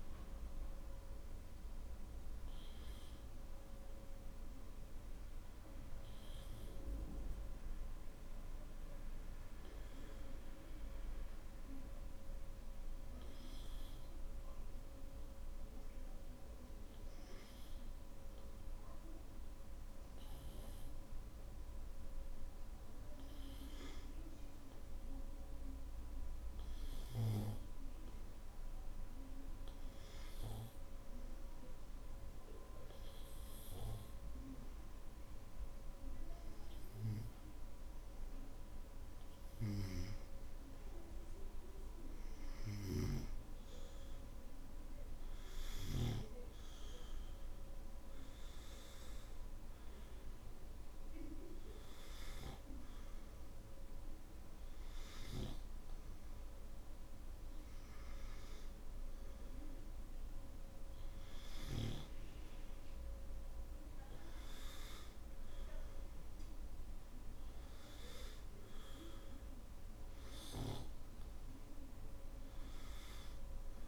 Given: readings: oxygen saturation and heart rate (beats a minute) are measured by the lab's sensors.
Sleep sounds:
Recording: breathing in sleep by a room microphone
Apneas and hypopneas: none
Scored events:
0.00-11.50 s: oxygen desaturation (device-marked, oxygen 92% lowest, heart rate 59 extreme)
From the record:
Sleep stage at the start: N2 (light sleep)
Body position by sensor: on the back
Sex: male

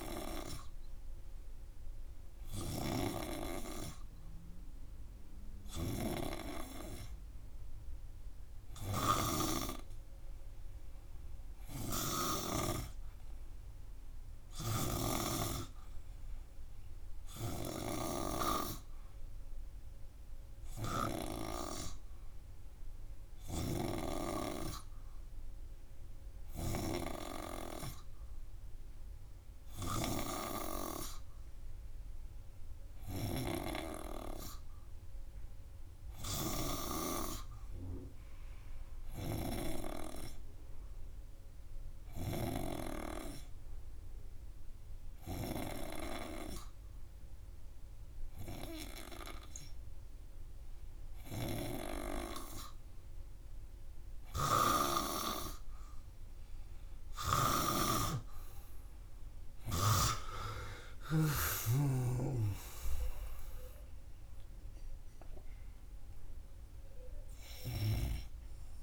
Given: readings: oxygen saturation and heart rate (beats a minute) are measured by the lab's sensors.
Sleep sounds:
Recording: breathing in sleep by a room microphone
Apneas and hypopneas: none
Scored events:
63.50-67.00 s: arousal
From the record:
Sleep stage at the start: N2 (light sleep)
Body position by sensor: on the front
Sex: male

